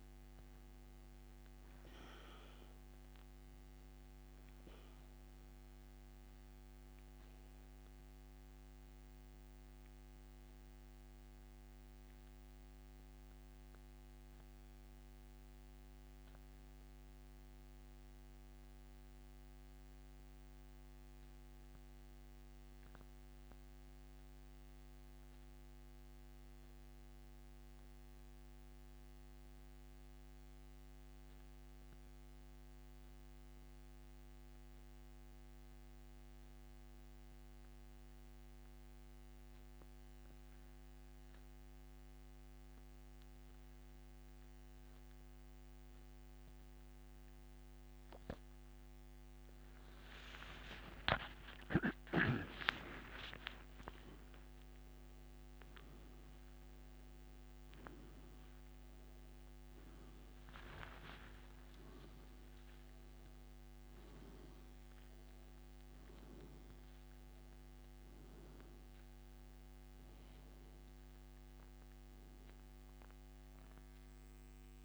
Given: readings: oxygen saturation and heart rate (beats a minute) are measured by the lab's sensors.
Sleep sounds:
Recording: breathing in sleep by a microphone on the trachea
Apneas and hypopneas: 1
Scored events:
7.50-38.50 s: oxygen desaturation (device-marked, oxygen 95% before, 87% lowest, heart rate 87 before, 66 extreme)
11.50-47.00 s: mixed apnea (oxygen 97% before, 85% lowest, heart rate 87 before, 66 extreme, up 48 after)
51.00-55.00 s: arousal
63.50-74.85 s: oxygen desaturation (device-marked, oxygen 96% before, 92% lowest, heart rate 102 before, 69 extreme)
From the record:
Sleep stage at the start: N2 (light sleep)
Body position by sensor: on the back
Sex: male

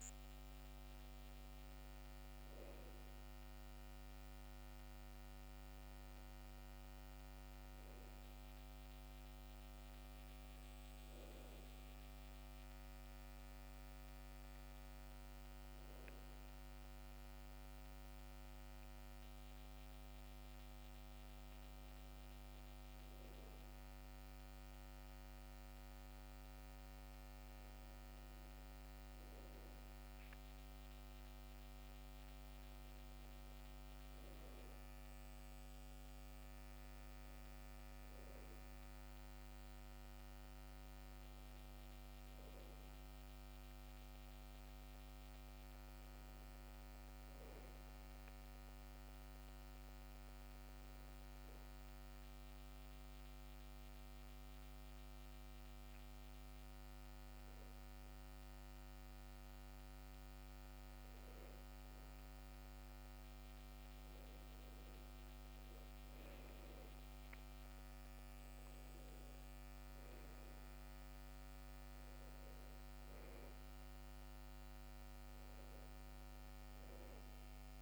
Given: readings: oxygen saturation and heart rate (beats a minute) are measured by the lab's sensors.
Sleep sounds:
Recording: breathing in sleep, hard to hear, by a microphone on the trachea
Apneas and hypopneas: 1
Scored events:
0.00-9.50 s: oxygen desaturation (device-marked, oxygen 85% lowest, heart rate 66 extreme)
45.00-49.50 s: arousal
51.50-62.00 s: hypopnea (oxygen 98% before, 90% lowest, heart rate 71 before, 68 extreme, up 6 after)
64.00-68.50 s: arousal
From the record:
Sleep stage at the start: N2 (light sleep)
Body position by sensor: on the back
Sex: male

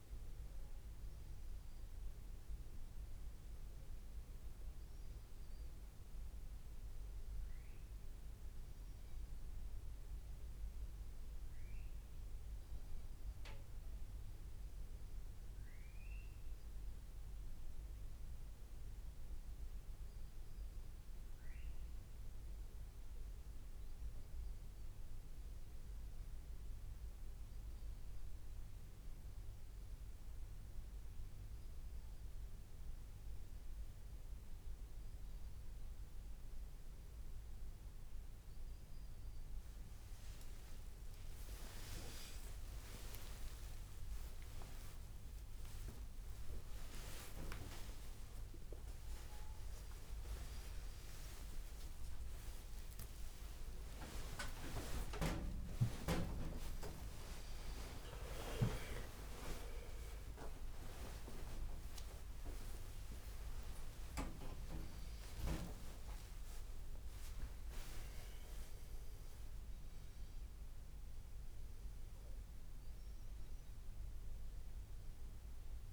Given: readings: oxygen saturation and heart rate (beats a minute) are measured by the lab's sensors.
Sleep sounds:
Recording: a person partly awake in a sleep study, by a room microphone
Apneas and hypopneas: none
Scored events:
34.00-64.00 s: new sleep stage, awake
42.50-44.50 s: long interval between heartbeats (device-marked, heart rate 75 before, 109 extreme)
50.50-52.50 s: long interval between heartbeats (device-marked, heart rate 101 before, 132 extreme)
52.50-54.50 s: long interval between heartbeats (device-marked, heart rate 107 before, 139 extreme)
55.00-57.00 s: long interval between heartbeats (device-marked, heart rate 117 before, 153 extreme)
58.00-60.00 s: long interval between heartbeats (device-marked, heart rate 129 before, 148 extreme)
61.00-63.00 s: long interval between heartbeats (device-marked, heart rate 141 before, 160 extreme)
64.00-75.93 s: new sleep stage, N1 (lightest sleep)
66.00-68.00 s: long interval between heartbeats (device-marked, heart rate 148 before, 98 extreme)
From the record:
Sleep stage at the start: N1 (lightest sleep)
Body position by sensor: on the back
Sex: male

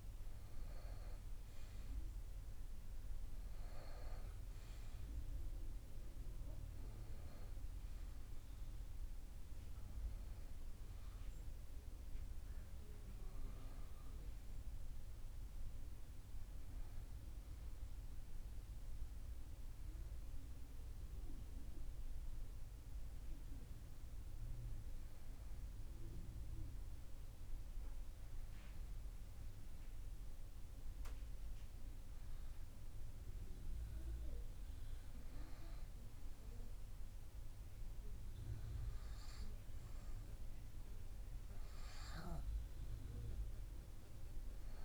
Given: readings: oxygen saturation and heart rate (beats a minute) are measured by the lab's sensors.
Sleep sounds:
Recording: breathing in sleep, hard to hear, by a room microphone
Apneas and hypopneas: none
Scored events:
none scored
From the record:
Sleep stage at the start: REM sleep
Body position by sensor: on the back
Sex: male

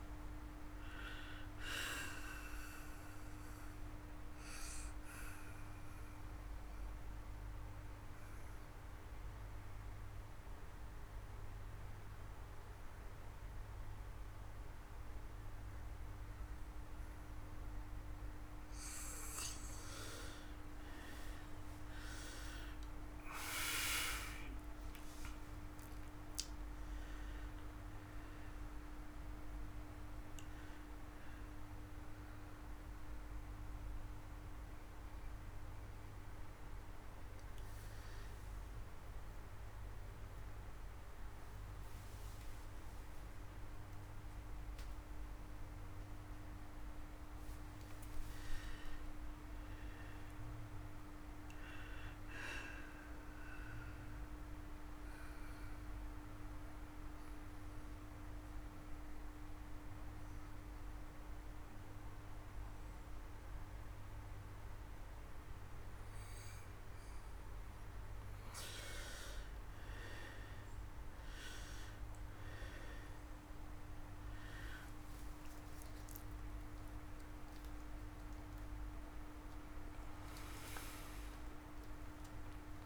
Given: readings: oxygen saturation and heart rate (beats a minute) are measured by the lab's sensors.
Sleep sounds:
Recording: breathing in sleep by a room microphone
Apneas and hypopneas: 2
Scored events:
0.00-1.50 s: arousal
3.50-17.50 s: obstructive apnea (oxygen 97% before, 85% lowest)
20.50-25.00 s: arousal
21.00-45.00 s: oxygen desaturation (device-marked, oxygen 96% before, 85% lowest)
46.00-50.50 s: arousal
53.00-67.50 s: obstructive apnea (oxygen 96% before, 87% lowest)
59.00-64.00 s: oxygen desaturation (device-marked, oxygen 97% before, 93% lowest)
From the record:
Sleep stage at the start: N2 (light sleep)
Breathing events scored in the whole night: 235 in 4.4 hours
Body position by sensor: on the back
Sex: male

